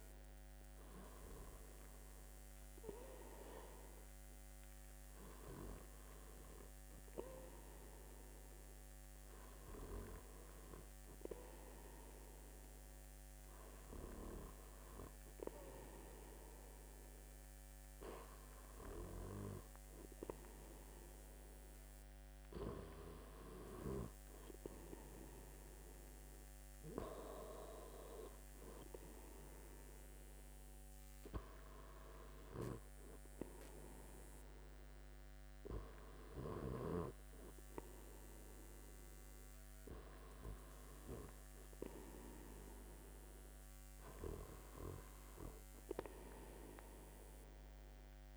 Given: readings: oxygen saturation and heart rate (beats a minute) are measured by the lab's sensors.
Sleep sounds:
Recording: breathing in sleep by a microphone on the trachea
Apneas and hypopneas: none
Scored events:
none scored
From the record:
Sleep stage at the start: N2 (light sleep)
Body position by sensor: on the back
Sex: male

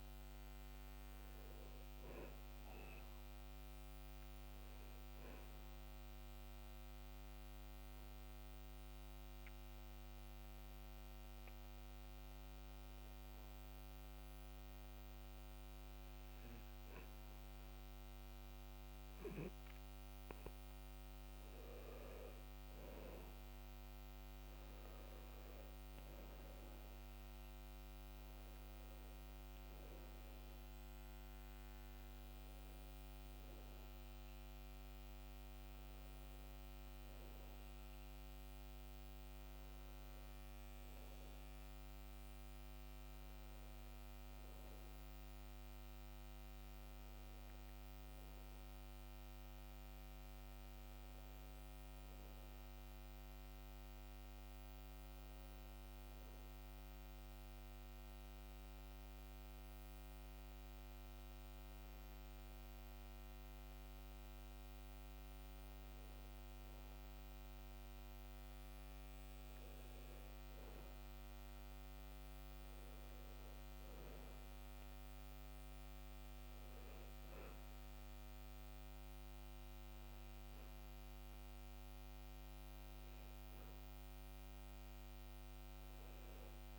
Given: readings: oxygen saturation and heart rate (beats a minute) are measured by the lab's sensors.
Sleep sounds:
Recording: breathing in sleep, hard to hear, by a microphone on the trachea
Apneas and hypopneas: 2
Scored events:
0.00-2.50 s: arousal
5.50-21.00 s: obstructive apnea (oxygen 95% before, 91% lowest, heart rate 67 before, 64 extreme, up 8 after)
23.00-27.50 s: arousal
57.50-68.50 s: hypopnea (oxygen 95% before, 91% lowest, heart rate 65 before, 61 extreme, up 5 after)
72.50-77.00 s: arousal
From the record:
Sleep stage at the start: N2 (light sleep)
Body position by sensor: on the back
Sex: male

